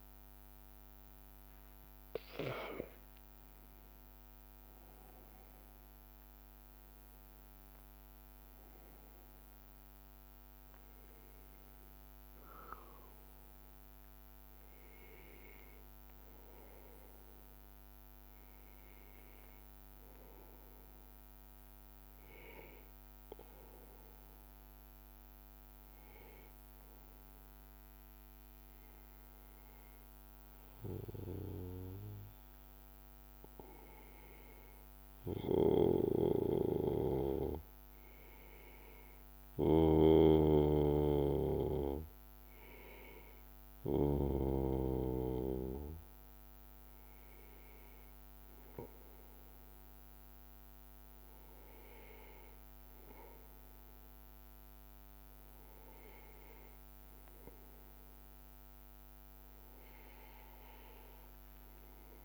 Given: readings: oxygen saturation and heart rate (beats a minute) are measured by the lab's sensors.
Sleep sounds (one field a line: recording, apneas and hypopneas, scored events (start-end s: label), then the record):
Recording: breathing in sleep by a microphone on the trachea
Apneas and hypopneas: none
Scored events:
0.00-4.00 s: oxygen desaturation (device-marked, oxygen 91% lowest, heart rate 80 extreme)
From the record:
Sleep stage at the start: N2 (light sleep)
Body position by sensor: on the back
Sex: male